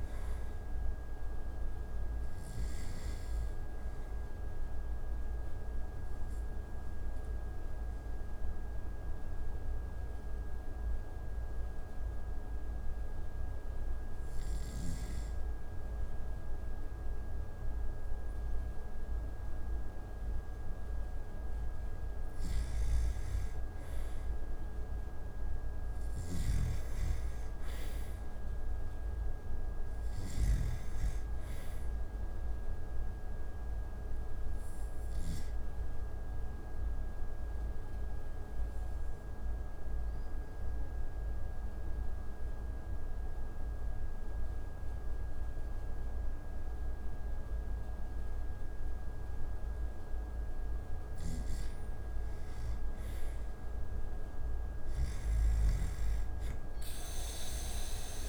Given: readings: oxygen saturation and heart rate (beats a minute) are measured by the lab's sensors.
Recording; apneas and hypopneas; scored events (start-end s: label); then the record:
breathing in sleep, hard to hear, by a room microphone; 2
0.50-16.50 s: oxygen desaturation (device-marked, oxygen 95% before, 89% lowest)
2.50-21.50 s: obstructive apnea (oxygen 96% before, 88% lowest)
23.00-26.50 s: arousal
28.50-49.50 s: oxygen desaturation (device-marked, oxygen 96% before, 90% lowest)
35.50-50.50 s: obstructive apnea (oxygen 96% before, 88% lowest)
52.50-55.00 s: arousal
From the record:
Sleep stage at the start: N2 (light sleep); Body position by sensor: on the back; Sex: male